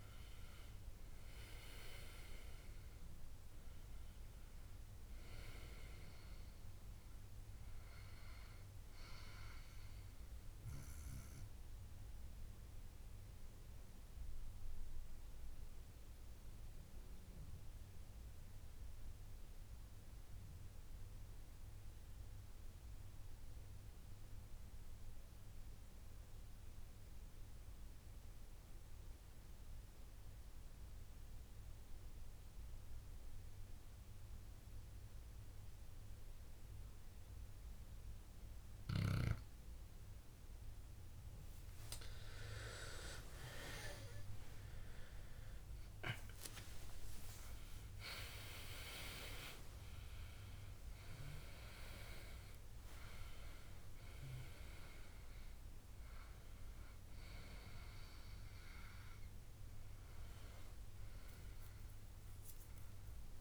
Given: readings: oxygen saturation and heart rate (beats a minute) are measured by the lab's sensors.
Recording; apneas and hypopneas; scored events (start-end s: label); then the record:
breathing in sleep by a room microphone; 1
9.50-11.50 s: long interval between heartbeats (device-marked, heart rate 73 before, 68 extreme)
9.50-42.50 s: obstructive apnea (oxygen 98% before, 90% lowest, heart rate 73 before, 59 extreme, up 20 after)
40.00-63.41 s: oxygen desaturation (device-marked, oxygen 98% before, 90% lowest, heart rate 61 before, 59 extreme)
44.00-47.00 s: arousal
From the record:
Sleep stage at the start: N2 (light sleep); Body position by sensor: on the back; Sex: male